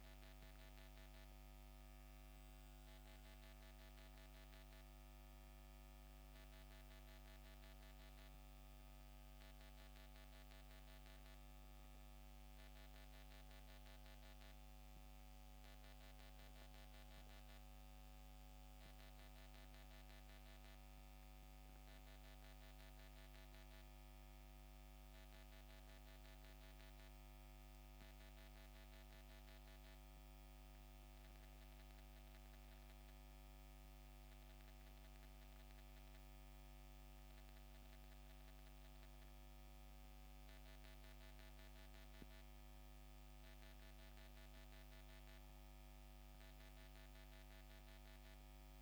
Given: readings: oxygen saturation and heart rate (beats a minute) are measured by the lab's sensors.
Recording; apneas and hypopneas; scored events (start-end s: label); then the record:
breathing in sleep, hard to hear, by a microphone on the trachea; none
none scored
From the record:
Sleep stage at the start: N1 (lightest sleep); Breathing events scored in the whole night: 210 in 3.7 hours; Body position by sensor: on the back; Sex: male